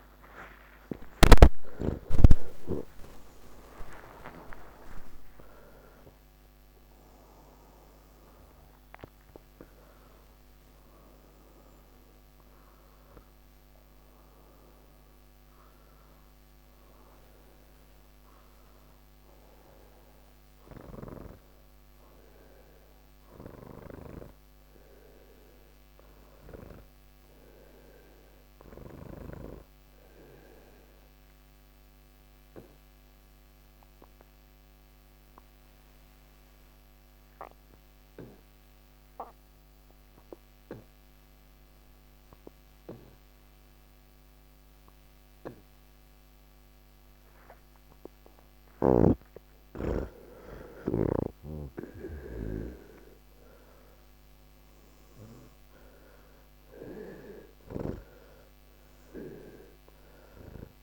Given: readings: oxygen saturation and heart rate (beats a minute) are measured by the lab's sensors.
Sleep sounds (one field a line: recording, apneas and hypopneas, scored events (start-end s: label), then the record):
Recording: breathing in sleep by a microphone on the trachea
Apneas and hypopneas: 1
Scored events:
0.00-3.00 s: oxygen desaturation (device-marked, oxygen 88% lowest, heart rate 70 extreme)
13.00-23.00 s: oxygen desaturation (device-marked, oxygen 91% before, 78% lowest, heart rate 130 before, 84 extreme)
31.00-47.00 s: obstructive apnea (oxygen 99% before, 84% lowest, heart rate 94 before, 68 extreme, up 60 after)
48.00-60.83 s: oxygen desaturation (device-marked, oxygen 98% before, 87% lowest, heart rate 111 before, 68 extreme)
From the record:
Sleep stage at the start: N3 (deep sleep)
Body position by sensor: on the back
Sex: male